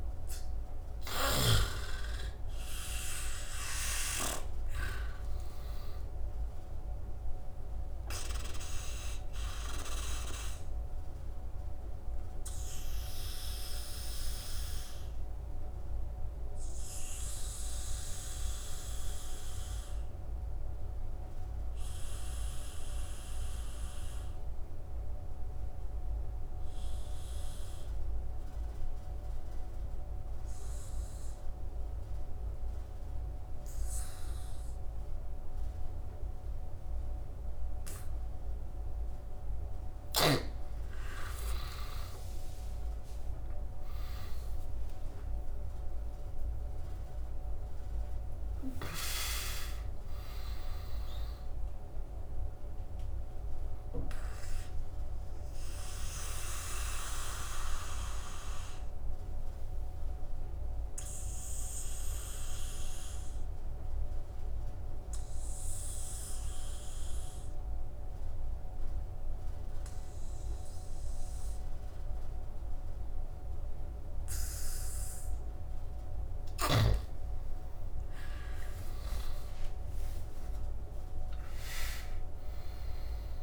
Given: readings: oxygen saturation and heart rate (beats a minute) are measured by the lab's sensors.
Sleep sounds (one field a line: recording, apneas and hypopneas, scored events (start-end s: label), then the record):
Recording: breathing in sleep by a room microphone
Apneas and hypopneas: 2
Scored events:
0.50-4.00 s: arousal
0.50-9.50 s: snoring (device-marked)
4.00-30.00 s: oxygen desaturation (device-marked, oxygen 100% before, 86% lowest, heart rate 75 before, 68 extreme)
10.50-38.00 s: obstructive apnea (oxygen 100% before, 85% lowest, heart rate 76 before, 68 extreme, up 15 after)
35.00-73.00 s: oxygen desaturation (device-marked, oxygen 99% before, 85% lowest, heart rate 72 before, 69 extreme)
41.00-47.00 s: arousal
53.50-74.50 s: obstructive apnea (oxygen 99% before, 85% lowest, heart rate 80 before, 69 extreme, up 12 after)
76.50-82.50 s: arousal
From the record:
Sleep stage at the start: N2 (light sleep)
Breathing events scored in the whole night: 366 in 3.5 hours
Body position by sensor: on the back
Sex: male